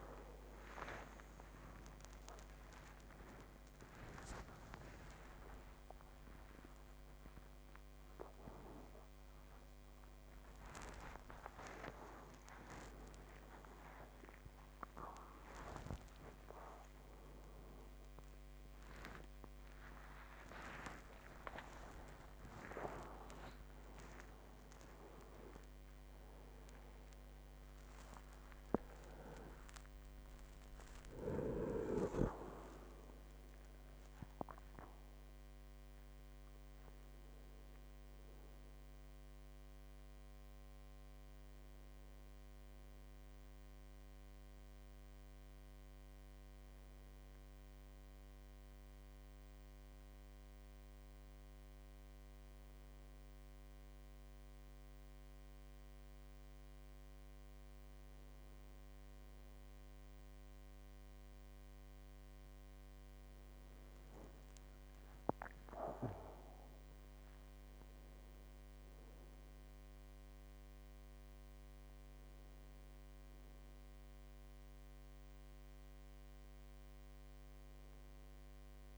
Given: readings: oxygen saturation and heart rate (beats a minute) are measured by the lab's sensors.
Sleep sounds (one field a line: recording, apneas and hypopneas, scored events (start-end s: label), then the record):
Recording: a person partly awake in a sleep study, by a microphone on the trachea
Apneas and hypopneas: 1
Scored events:
0.00-4.00 s: oxygen desaturation (device-marked, oxygen 94% lowest, heart rate 75 extreme)
21.00-51.00 s: new sleep stage, N1 (lightest sleep)
27.00-48.00 s: oxygen desaturation (device-marked, oxygen 99% before, 95% lowest, heart rate 94 before, 53 extreme)
44.00-63.00 s: hypopnea (oxygen 99% before, 92% lowest, heart rate 82 before, 53 extreme, up 9 after)
51.00-78.97 s: new sleep stage, N2 (light sleep)
61.00-78.97 s: oxygen desaturation (device-marked, oxygen 99% before, 92% lowest, heart rate 55 before, 54 extreme)
65.00-68.50 s: arousal
From the record:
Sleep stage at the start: awake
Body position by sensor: on the back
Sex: male